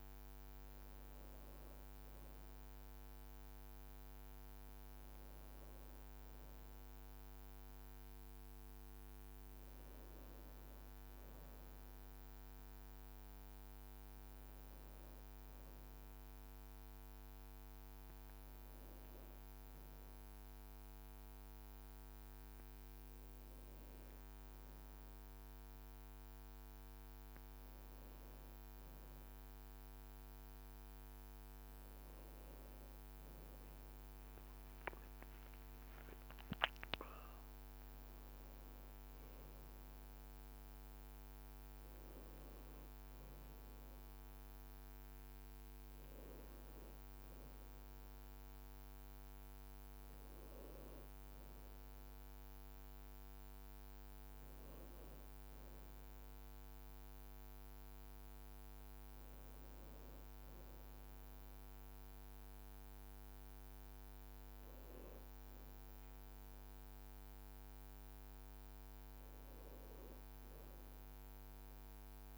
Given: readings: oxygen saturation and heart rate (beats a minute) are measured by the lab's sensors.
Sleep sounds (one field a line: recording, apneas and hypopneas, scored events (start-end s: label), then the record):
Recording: breathing in sleep, hard to hear, by a microphone on the trachea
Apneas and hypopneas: none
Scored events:
34.50-37.00 s: leg movement (device-marked)
72.00-72.38 s: new sleep stage, N2 (light sleep)
From the record:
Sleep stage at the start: N1 (lightest sleep)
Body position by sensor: on the back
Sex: male